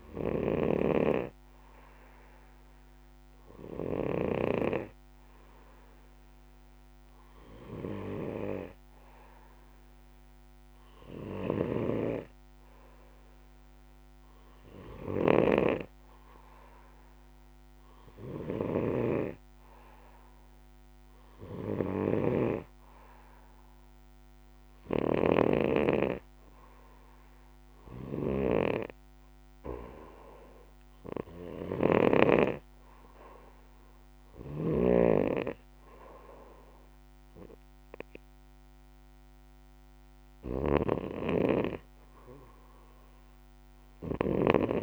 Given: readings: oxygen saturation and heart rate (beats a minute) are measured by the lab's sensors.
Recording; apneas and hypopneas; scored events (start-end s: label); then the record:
breathing in sleep by a microphone on the trachea; 1
0.50-4.50 s: snoring (device-marked)
8.00-26.50 s: obstructive apnea (oxygen 95% before, 92% lowest, heart rate 66 before, 65 extreme, up 2 after)
22.00-44.50 s: snoring (device-marked)
28.50-31.50 s: arousal
From the record:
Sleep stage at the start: N2 (light sleep); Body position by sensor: on the back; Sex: male